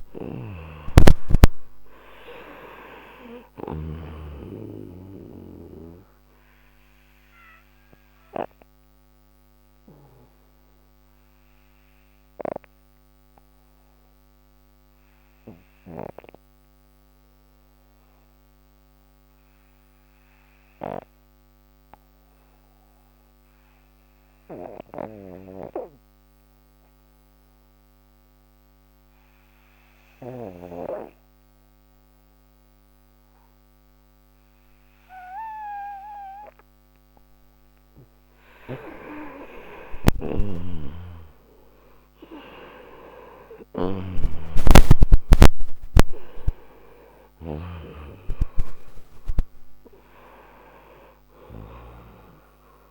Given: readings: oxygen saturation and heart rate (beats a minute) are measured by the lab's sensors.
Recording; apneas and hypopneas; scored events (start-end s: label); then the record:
breathing in sleep by a microphone on the trachea; 1
0.00-3.50 s: snoring (device-marked)
0.00-27.00 s: oxygen desaturation (device-marked, oxygen 89% lowest)
14.00-37.50 s: hypopnea (oxygen 97% before, 88% lowest)
39.50-44.00 s: arousal
40.00-47.50 s: snoring (device-marked)
From the record:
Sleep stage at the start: N2 (light sleep); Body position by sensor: on the right side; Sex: male